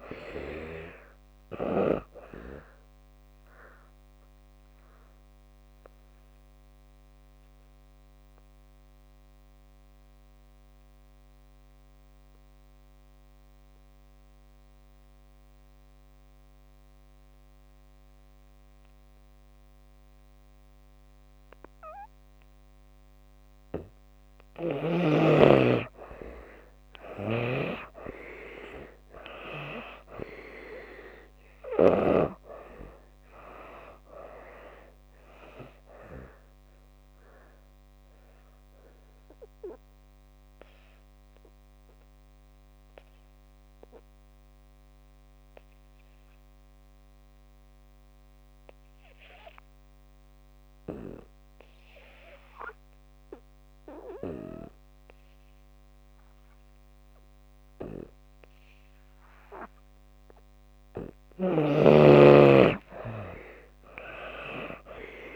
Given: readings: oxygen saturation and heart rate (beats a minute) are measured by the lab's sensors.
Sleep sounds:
breathing in sleep by a microphone on the trachea; 2
0.00-23.50 s: oxygen desaturation (device-marked, oxygen 73% lowest)
3.00-23.50 s: obstructive apnea (oxygen 97% before, 73% lowest)
25.00-28.50 s: arousal
25.50-53.50 s: oxygen desaturation (device-marked, oxygen 97% before, 77% lowest)
36.50-59.00 s: obstructive apnea (oxygen 97% before, 73% lowest)
58.50-65.36 s: oxygen desaturation (device-marked, oxygen 95% before, 73% lowest)
61.50-65.00 s: arousal
From the record:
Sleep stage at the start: N2 (light sleep); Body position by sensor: on the back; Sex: female

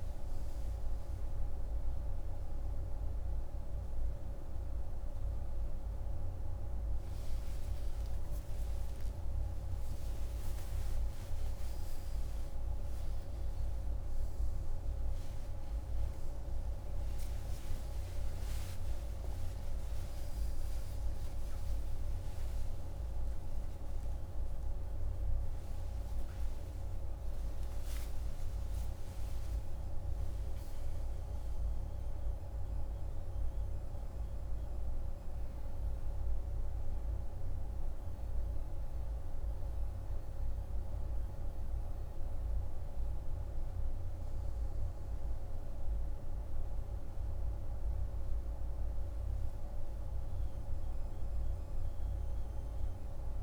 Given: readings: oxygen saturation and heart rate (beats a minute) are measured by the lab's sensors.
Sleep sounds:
a person awake in a sleep study, hard to hear, by a room microphone; none
8.00-12.00 s: tachycardia (device-marked, heart rate 58 before, 107 extreme)
34.00-53.43 s: new sleep stage, N1 (lightest sleep)
From the record:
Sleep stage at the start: awake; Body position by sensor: on the right side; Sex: male

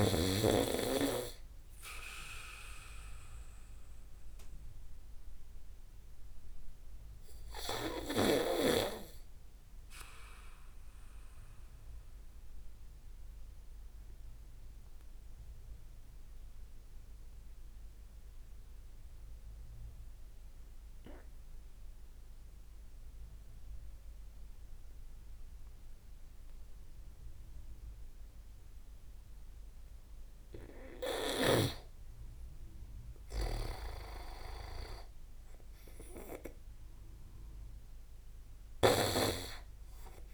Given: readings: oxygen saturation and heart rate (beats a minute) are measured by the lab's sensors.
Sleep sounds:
breathing in sleep by a room microphone; 1
2.50-17.50 s: oxygen desaturation (device-marked, oxygen 95% before, 88% lowest)
11.50-30.50 s: obstructive apnea (oxygen 95% before, 90% lowest)
17.00-18.00 s: leg movement (device-marked)
32.50-35.50 s: arousal
36.50-40.34 s: oxygen desaturation (device-marked, oxygen 98% before, 95% lowest)
39.00-40.34 s: snoring (device-marked)
From the record:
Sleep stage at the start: N2 (light sleep); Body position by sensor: on the back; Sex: male

